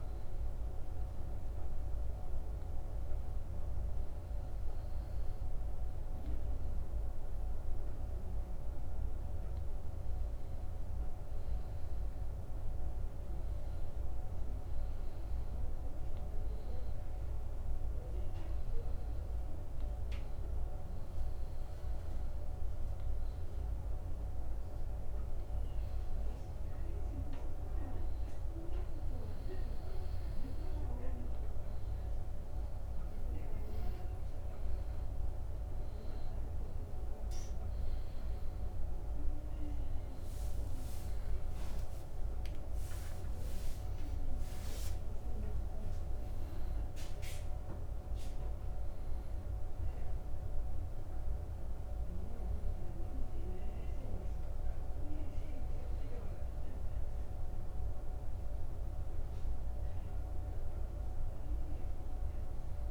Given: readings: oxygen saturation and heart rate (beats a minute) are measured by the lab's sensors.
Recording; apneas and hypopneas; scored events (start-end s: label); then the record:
breathing in sleep, hard to hear, by a room microphone; 1
19.50-23.00 s: arousal
25.00-35.50 s: hypopnea (oxygen 96% before, 92% lowest, heart rate 84 before, 82 extreme, up 3 after)
38.50-43.00 s: arousal
From the record:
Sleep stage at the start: N2 (light sleep); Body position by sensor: on the back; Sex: male